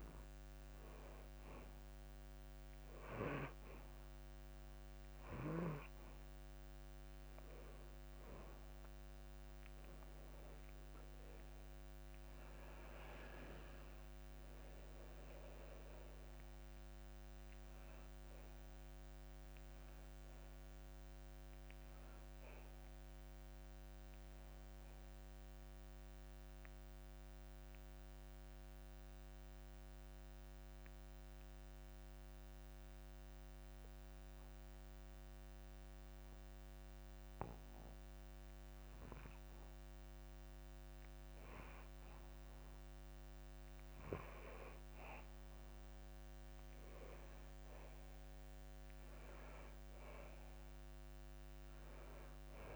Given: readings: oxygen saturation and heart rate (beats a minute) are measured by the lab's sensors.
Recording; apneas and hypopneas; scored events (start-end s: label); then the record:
breathing in sleep by a microphone on the trachea; 1
7.00-8.00 s: oxygen desaturation (device-marked, oxygen 94% before, 93% lowest, heart rate 58 before, 58 extreme)
19.00-23.00 s: arousal
27.50-42.50 s: mixed apnea (oxygen 94% before, 89% lowest, heart rate 60 before, 57 extreme, up 3 after)
47.00-50.50 s: arousal
From the record:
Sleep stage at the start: N2 (light sleep); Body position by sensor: on the back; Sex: male